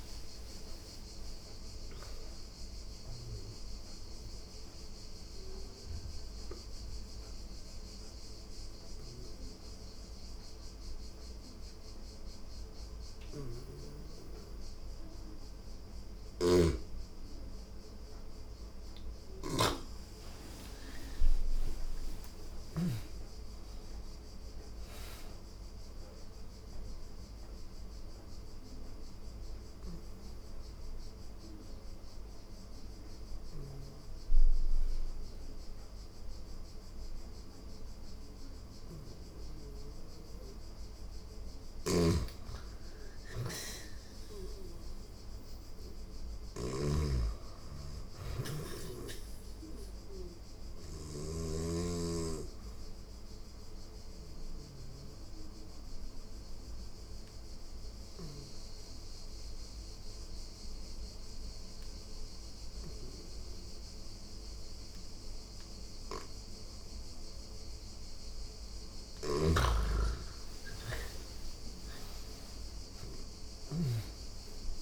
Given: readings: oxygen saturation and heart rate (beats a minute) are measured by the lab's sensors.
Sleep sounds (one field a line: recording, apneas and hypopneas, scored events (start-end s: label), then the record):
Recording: breathing in sleep by a room microphone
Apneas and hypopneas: 3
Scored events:
0.00-16.00 s: oxygen desaturation (device-marked, oxygen 85% lowest)
2.50-15.50 s: obstructive apnea (oxygen 99% before, 85% lowest)
12.50-22.00 s: snoring (device-marked)
17.50-21.00 s: arousal
23.00-41.00 s: oxygen desaturation (device-marked, oxygen 99% before, 89% lowest, heart rate 55 before, 52 extreme)
26.00-39.50 s: obstructive apnea (oxygen 99% before, 87% lowest, heart rate 57 before, 52 extreme, up 19 after)
41.00-50.50 s: snoring (device-marked)
42.50-45.50 s: arousal
48.00-65.00 s: oxygen desaturation (device-marked, oxygen 98% before, 89% lowest, heart rate 71 before, 25 extreme)
51.00-67.50 s: obstructive apnea (oxygen 98% before, 86% lowest, heart rate 71 before, 25 extreme, up 38 after)
68.50-73.00 s: snoring (device-marked)
69.00-72.50 s: arousal
From the record:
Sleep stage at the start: N2 (light sleep)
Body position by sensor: on the back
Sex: female